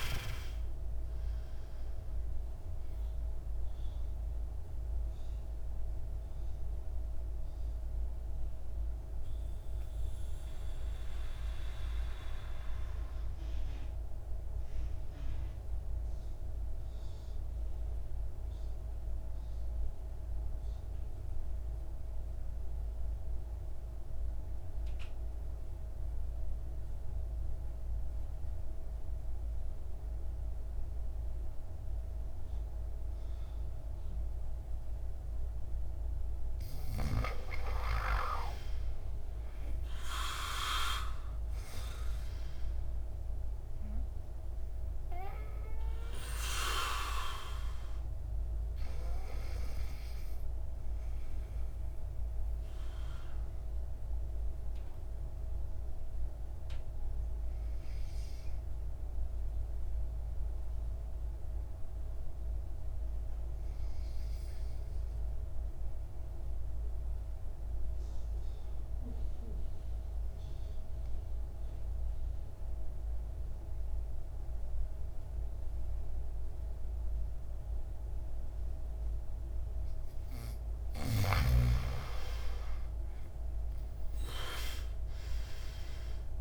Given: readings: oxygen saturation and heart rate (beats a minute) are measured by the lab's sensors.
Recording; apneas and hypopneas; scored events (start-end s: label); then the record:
breathing in sleep by a room microphone; 2
0.00-25.50 s: oxygen desaturation (device-marked, oxygen 83% lowest, heart rate 53 extreme)
5.00-36.50 s: mixed apnea (oxygen 99% before, 83% lowest, heart rate 63 before, 53 extreme, up 12 after)
33.50-68.50 s: oxygen desaturation (device-marked, oxygen 100% before, 83% lowest, heart rate 56 before, 54 extreme)
39.00-42.50 s: arousal
52.00-80.50 s: mixed apnea (oxygen 100% before, 81% lowest, heart rate 62 before, 53 extreme, up 15 after)
76.50-86.41 s: oxygen desaturation (device-marked, oxygen 99% before, 81% lowest, heart rate 57 before, 53 extreme)
84.50-86.41 s: arousal
From the record:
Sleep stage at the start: N2 (light sleep); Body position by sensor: on the back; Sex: male